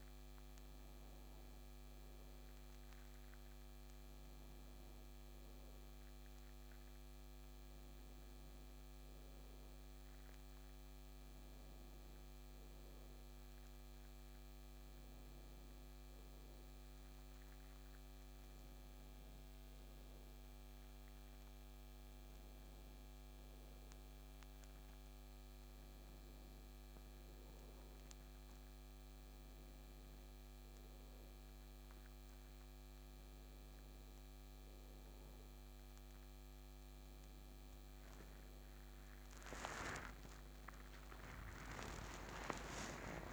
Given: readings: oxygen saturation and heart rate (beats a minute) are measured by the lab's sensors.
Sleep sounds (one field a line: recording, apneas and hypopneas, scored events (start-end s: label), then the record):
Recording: breathing in sleep by a microphone on the trachea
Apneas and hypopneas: none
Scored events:
38.00-43.33 s: new sleep stage, awake
From the record:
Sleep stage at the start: N2 (light sleep)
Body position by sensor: on the back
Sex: male